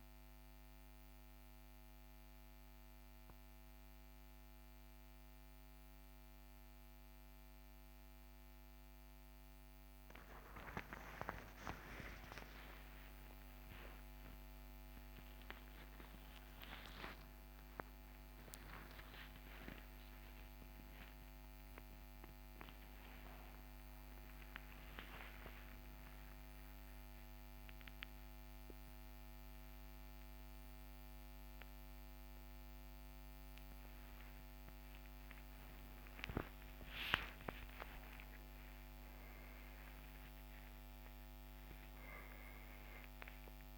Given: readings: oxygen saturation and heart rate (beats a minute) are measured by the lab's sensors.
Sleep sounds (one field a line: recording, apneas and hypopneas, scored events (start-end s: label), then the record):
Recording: a person awake in a sleep study, by a microphone on the trachea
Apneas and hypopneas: none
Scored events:
none scored
From the record:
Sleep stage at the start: awake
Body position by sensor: on the back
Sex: male